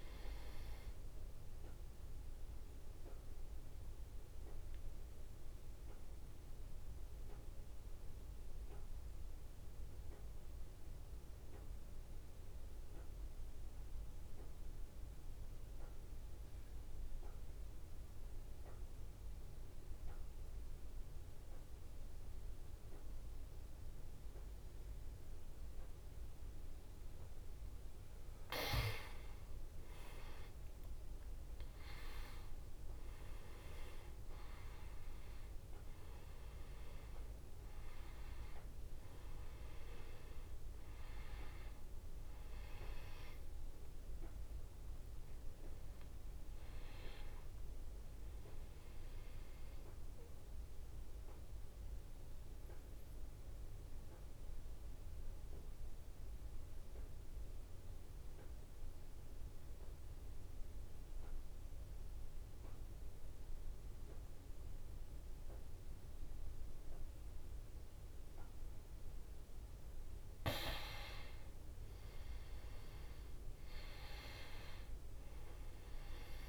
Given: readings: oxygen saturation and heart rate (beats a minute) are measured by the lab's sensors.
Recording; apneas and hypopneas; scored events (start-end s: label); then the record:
breathing in sleep by a room microphone; 2
0.00-13.00 s: oxygen desaturation (device-marked, oxygen 89% lowest, heart rate 60 extreme)
1.50-27.00 s: obstructive apnea (oxygen 96% before, 88% lowest, heart rate 66 before, 60 extreme, up 11 after)
27.00-62.00 s: oxygen desaturation (device-marked, oxygen 98% before, 88% lowest, heart rate 62 before, 61 extreme)
29.50-33.50 s: arousal
50.00-68.50 s: obstructive apnea (oxygen 97% before, 87% lowest, heart rate 71 before, 61 extreme, up 6 after)
71.00-75.00 s: arousal
74.00-76.48 s: oxygen desaturation (device-marked, oxygen 98% before, 91% lowest, heart rate 63 before, 48 extreme)
From the record:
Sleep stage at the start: N2 (light sleep); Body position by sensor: on the back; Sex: male